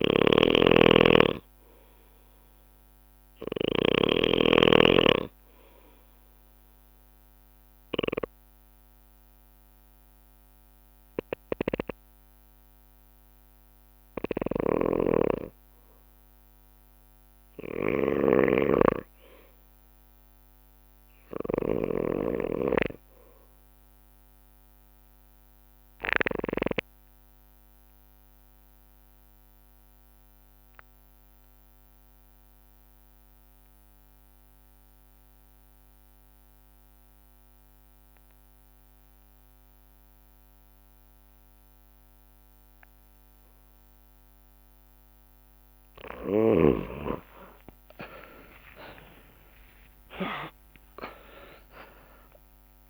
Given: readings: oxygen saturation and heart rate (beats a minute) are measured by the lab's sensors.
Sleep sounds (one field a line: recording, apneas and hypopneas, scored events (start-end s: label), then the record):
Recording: breathing in sleep by a microphone on the trachea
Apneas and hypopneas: 2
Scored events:
0.00-4.00 s: snoring (device-marked)
5.50-16.00 s: obstructive apnea (oxygen 97% before, 86% lowest)
11.00-26.00 s: snoring (device-marked)
18.50-22.00 s: arousal
25.50-45.00 s: obstructive apnea (oxygen 96% before, 86% lowest)
32.00-50.00 s: oxygen desaturation (device-marked, oxygen 94% before, 91% lowest)
47.00-52.90 s: arousal
From the record:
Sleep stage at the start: N2 (light sleep)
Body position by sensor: on the left side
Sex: male